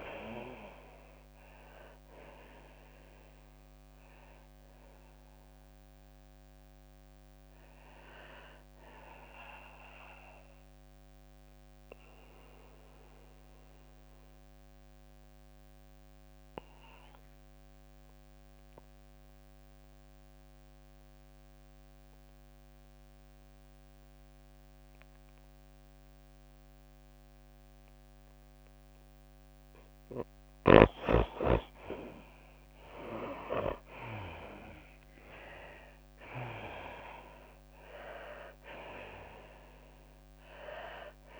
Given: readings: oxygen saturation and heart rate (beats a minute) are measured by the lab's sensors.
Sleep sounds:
breathing in sleep by a microphone on the trachea; 1
0.00-13.50 s: drop in pulse transit time (device-marked, heart rate 101 extreme)
0.00-20.50 s: oxygen desaturation (device-marked, oxygen 77% lowest, heart rate 96 extreme)
0.00-21.50 s: tachycardia (device-marked, heart rate 106 extreme)
11.50-30.50 s: obstructive apnea (oxygen 98% before, 77% lowest, heart rate 102 before, 97 extreme, up 6 after)
28.50-41.40 s: oxygen desaturation (device-marked, oxygen 99% before, 82% lowest, heart rate 102 before, 87 extreme)
31.50-35.00 s: arousal
32.50-41.40 s: tachycardia (device-marked, heart rate 103 before, 105 extreme)
37.50-41.40 s: drop in pulse transit time (device-marked, heart rate 100 before, 102 extreme)
From the record:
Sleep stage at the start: N2 (light sleep); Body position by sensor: on the right side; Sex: female

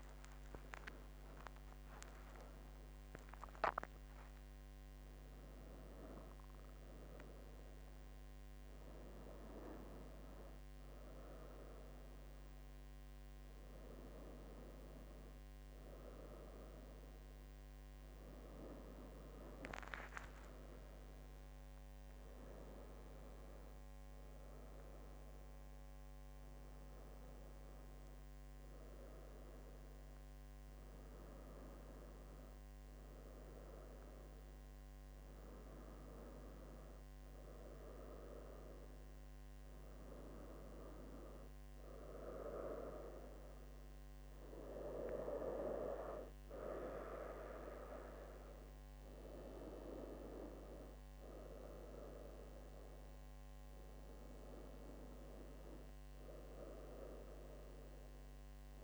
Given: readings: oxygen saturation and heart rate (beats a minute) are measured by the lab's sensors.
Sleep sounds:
a person awake in a sleep study, by a microphone on the trachea; none
0.00-10.00 s: oxygen desaturation (device-marked, oxygen 96% lowest)
33.00-58.84 s: new sleep stage, N1 (lightest sleep)
From the record:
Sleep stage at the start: awake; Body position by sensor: on the right side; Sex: female

